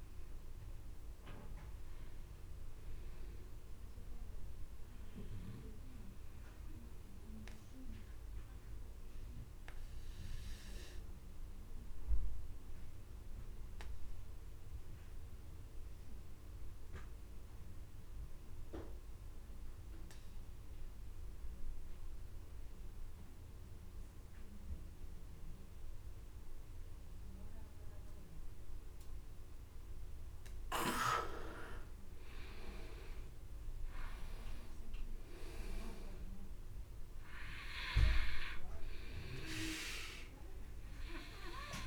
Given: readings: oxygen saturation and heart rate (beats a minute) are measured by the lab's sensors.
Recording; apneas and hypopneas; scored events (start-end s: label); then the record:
breathing in sleep by a room microphone; 1
7.00-30.00 s: obstructive apnea (oxygen 99% before, 88% lowest, heart rate 56 before, 29 extreme, up 23 after)
32.50-35.50 s: arousal
34.50-41.86 s: oxygen desaturation (device-marked, oxygen 98% before, 91% lowest, heart rate 52 before, 29 extreme)
From the record:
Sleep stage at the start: N2 (light sleep); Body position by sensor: on the back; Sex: male